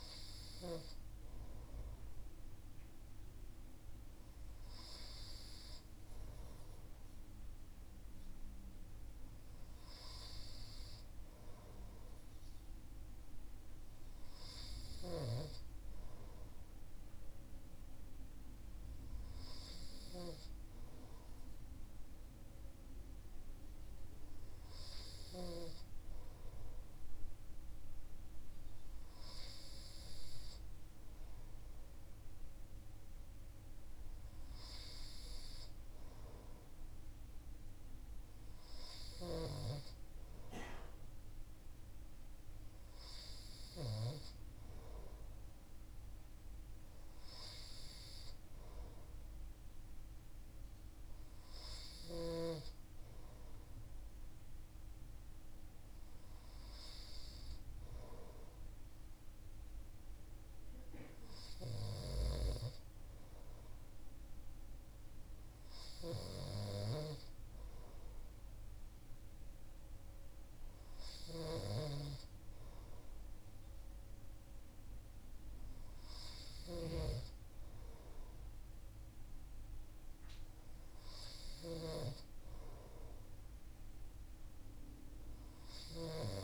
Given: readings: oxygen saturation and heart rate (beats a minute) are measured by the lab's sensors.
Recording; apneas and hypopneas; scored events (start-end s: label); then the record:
breathing in sleep by a room microphone; none
39.00-44.00 s: snoring (device-marked)
61.50-86.44 s: snoring (device-marked)
From the record:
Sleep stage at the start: N2 (light sleep); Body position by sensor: on the right side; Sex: male